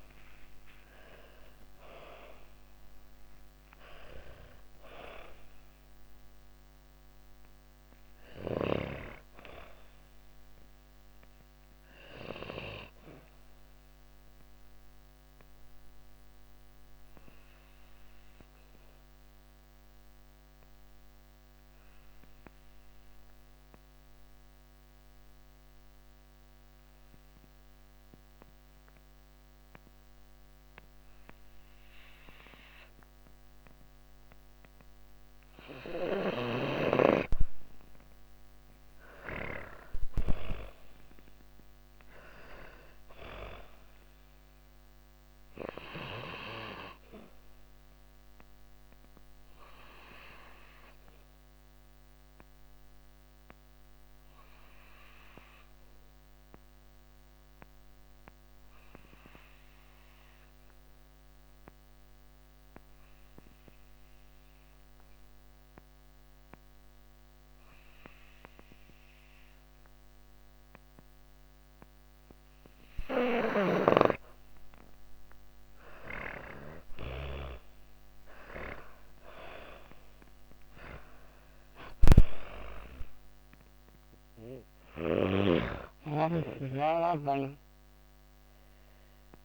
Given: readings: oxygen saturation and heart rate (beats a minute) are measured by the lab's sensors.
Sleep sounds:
breathing in sleep by a microphone on the trachea; 2
0.00-20.50 s: oxygen desaturation (device-marked, oxygen 77% lowest)
11.50-35.50 s: obstructive apnea (oxygen 93% before, 77% lowest)
36.50-61.50 s: oxygen desaturation (device-marked, oxygen 99% before, 90% lowest)
37.50-41.00 s: arousal
49.00-73.50 s: obstructive apnea (oxygen 99% before, 86% lowest)
71.50-89.44 s: oxygen desaturation (device-marked, oxygen 98% before, 89% lowest)
78.00-84.00 s: arousal
From the record:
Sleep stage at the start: N2 (light sleep); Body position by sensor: on the back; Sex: female

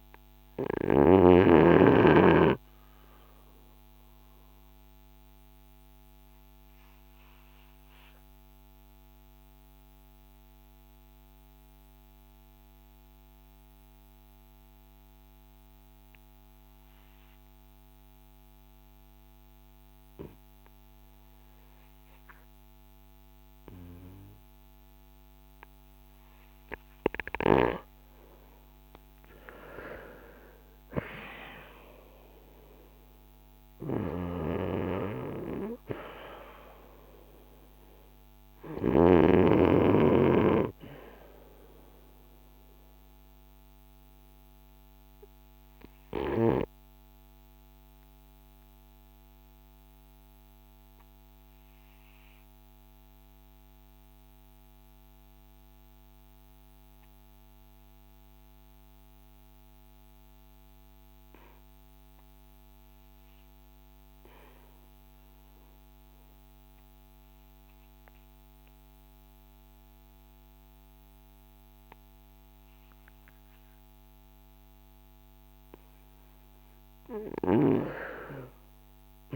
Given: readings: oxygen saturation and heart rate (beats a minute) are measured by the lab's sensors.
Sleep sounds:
breathing in sleep by a microphone on the trachea; 2
5.50-29.00 s: obstructive apnea (oxygen 97% before, 74% lowest, heart rate 57 before, 50 extreme, up 13 after)
10.50-66.50 s: oxygen desaturation (device-marked, oxygen 97% before, 74% lowest, heart rate 58 before, 50 extreme)
29.50-34.50 s: arousal
42.50-75.00 s: obstructive apnea (oxygen 91% before, 74% lowest, heart rate 63 before, 50 extreme, up 3 after)
76.50-79.36 s: arousal
77.50-79.36 s: oxygen desaturation (device-marked, oxygen 96% before, 76% lowest, heart rate 58 before, 53 extreme)
From the record:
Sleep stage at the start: REM sleep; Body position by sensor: on the front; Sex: male

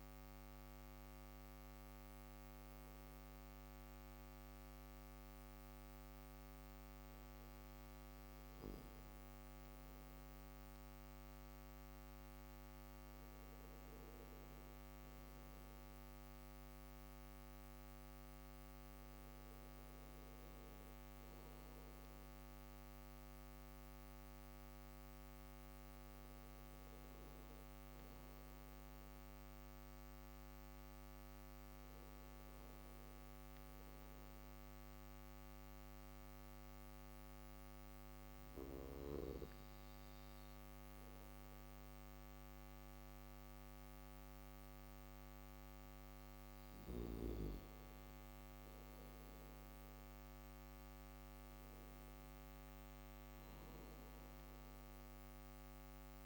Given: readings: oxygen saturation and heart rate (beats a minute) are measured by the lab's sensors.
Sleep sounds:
breathing in sleep, hard to hear, by a microphone on the trachea; none
none scored
From the record:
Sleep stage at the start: N1 (lightest sleep); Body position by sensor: on the back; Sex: male

